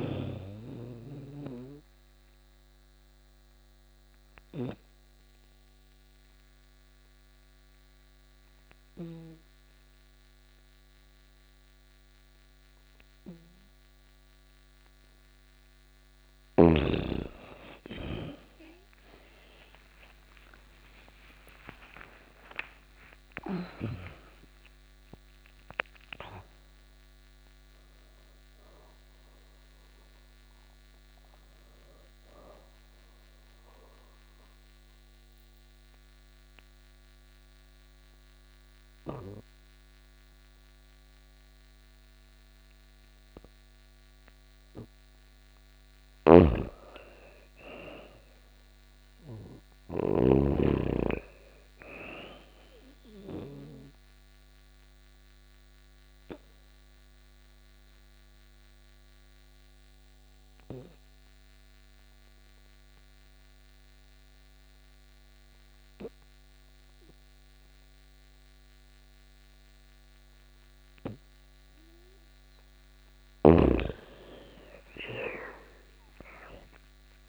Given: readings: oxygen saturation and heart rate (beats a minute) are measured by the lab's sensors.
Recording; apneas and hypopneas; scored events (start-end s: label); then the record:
breathing in sleep by a microphone on the trachea; 3
0.00-4.00 s: snoring (device-marked)
2.00-15.50 s: obstructive apnea (oxygen 99% before, 86% lowest)
5.50-16.50 s: oxygen desaturation (device-marked, oxygen 99% before, 92% lowest, heart rate 30 before, 42 extreme)
17.00-22.50 s: arousal
26.50-37.50 s: oxygen desaturation (device-marked, oxygen 97% before, 86% lowest, heart rate 44 before, 87 extreme)
32.50-44.50 s: obstructive apnea (oxygen 97% before, 84% lowest, heart rate 63 before, 86 extreme, up 2 after)
45.00-49.50 s: snoring (device-marked)
46.50-49.50 s: arousal
51.50-67.50 s: oxygen desaturation (device-marked, oxygen 99% before, 88% lowest, heart rate 90 before, 83 extreme)
52.50-72.00 s: obstructive apnea (oxygen 99% before, 84% lowest, heart rate 90 before, 83 extreme, up 9 after)
73.50-77.00 s: arousal
From the record:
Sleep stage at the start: N2 (light sleep); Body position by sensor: on the back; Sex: female